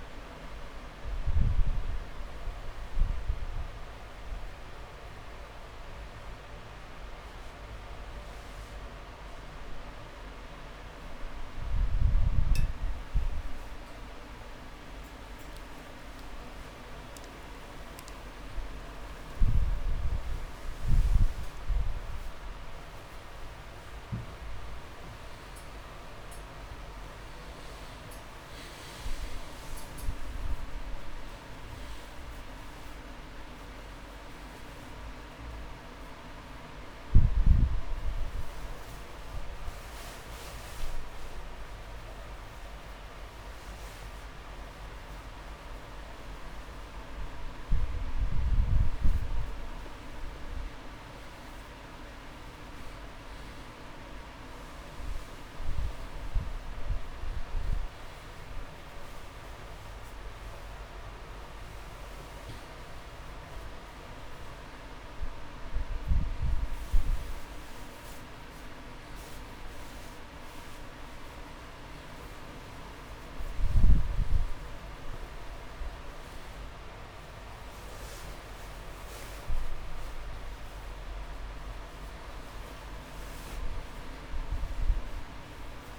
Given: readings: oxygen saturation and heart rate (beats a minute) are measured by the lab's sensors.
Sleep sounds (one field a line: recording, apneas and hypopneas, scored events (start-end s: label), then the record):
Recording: breathing in sleep, hard to hear, by a room microphone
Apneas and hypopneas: 1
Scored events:
5.00-7.00 s: long interval between heartbeats (device-marked)
9.00-11.00 s: long interval between heartbeats (device-marked)
13.00-15.00 s: long interval between heartbeats (device-marked)
13.00-23.00 s: drop in pulse transit time (device-marked)
17.00-19.00 s: long interval between heartbeats (device-marked)
25.50-27.50 s: long interval between heartbeats (device-marked)
27.00-31.50 s: arousal
30.00-32.00 s: long interval between heartbeats (device-marked)
36.50-47.00 s: hypopnea (oxygen 98% before, 93% lowest)
37.00-46.00 s: drop in pulse transit time (device-marked)
39.00-41.00 s: long interval between heartbeats (device-marked)
43.00-45.00 s: long interval between heartbeats (device-marked)
48.00-60.00 s: oxygen desaturation (device-marked, oxygen 97% before, 93% lowest)
54.00-56.00 s: long interval between heartbeats (device-marked)
56.00-60.50 s: arousal
58.50-60.50 s: long interval between heartbeats (device-marked)
72.00-74.00 s: long interval between heartbeats (device-marked)
78.00-80.00 s: long interval between heartbeats (device-marked)
84.50-85.99 s: long interval between heartbeats (device-marked)
From the record:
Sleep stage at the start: N2 (light sleep)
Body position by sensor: on the back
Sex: male